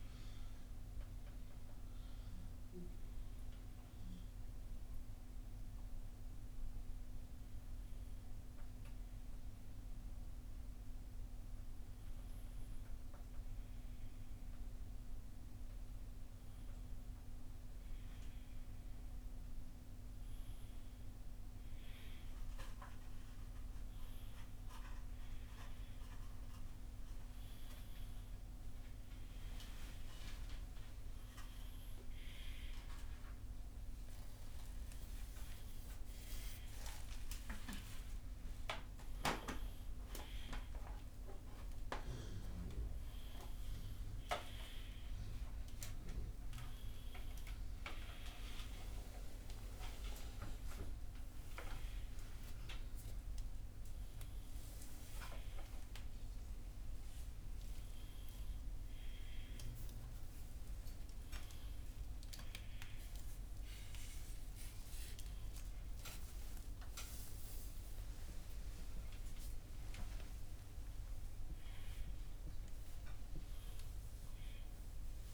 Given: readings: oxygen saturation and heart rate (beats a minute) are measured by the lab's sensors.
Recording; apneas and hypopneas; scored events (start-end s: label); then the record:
a person awake in a sleep study, by a room microphone; none
69.50-74.50 s: oxygen desaturation (device-marked, oxygen 95% before, 92% lowest, heart rate 82 before, 71 extreme)
From the record:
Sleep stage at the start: awake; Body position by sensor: upright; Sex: male